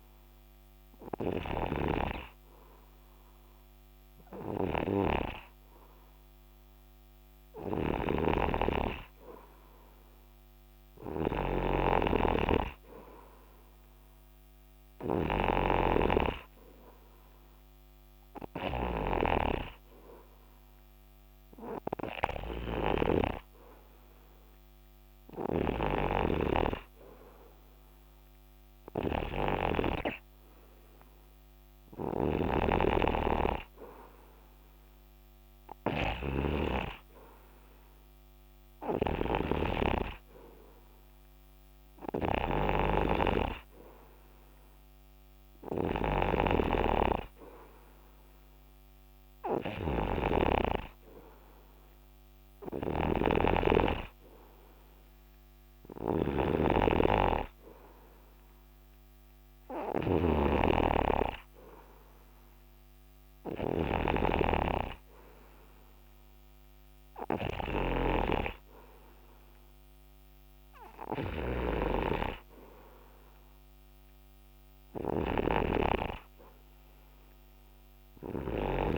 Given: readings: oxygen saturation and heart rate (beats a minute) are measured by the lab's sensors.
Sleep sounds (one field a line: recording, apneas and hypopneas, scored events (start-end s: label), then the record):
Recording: breathing in sleep by a microphone on the trachea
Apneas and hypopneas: none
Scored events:
0.00-78.98 s: snoring (device-marked)
From the record:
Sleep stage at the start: N2 (light sleep)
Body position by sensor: on the right side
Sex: male